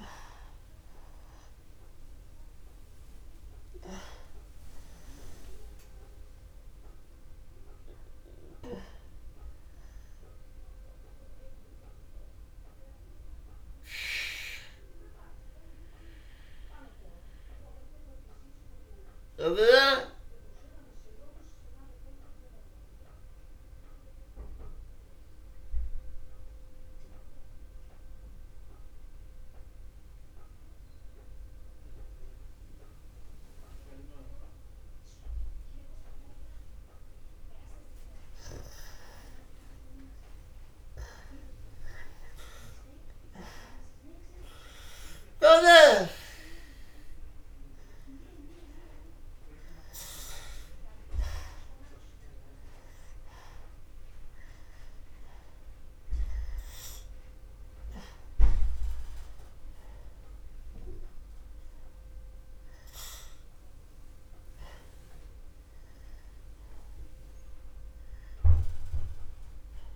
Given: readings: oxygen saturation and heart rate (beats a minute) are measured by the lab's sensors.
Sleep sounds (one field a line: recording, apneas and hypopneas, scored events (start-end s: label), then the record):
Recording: breathing in sleep by a room microphone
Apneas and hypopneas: 1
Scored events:
0.00-16.50 s: oxygen desaturation (device-marked, oxygen 90% lowest, heart rate 27 extreme)
7.50-10.50 s: arousal
12.50-40.00 s: mixed apnea (oxygen 96% before, 85% lowest, heart rate 58 before, 27 extreme, up 27 after)
41.00-44.50 s: arousal
42.50-69.96 s: oxygen desaturation (device-marked, oxygen 97% before, 85% lowest, heart rate 40 before, 36 extreme)
From the record:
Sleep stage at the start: N2 (light sleep)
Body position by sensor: on the back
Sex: male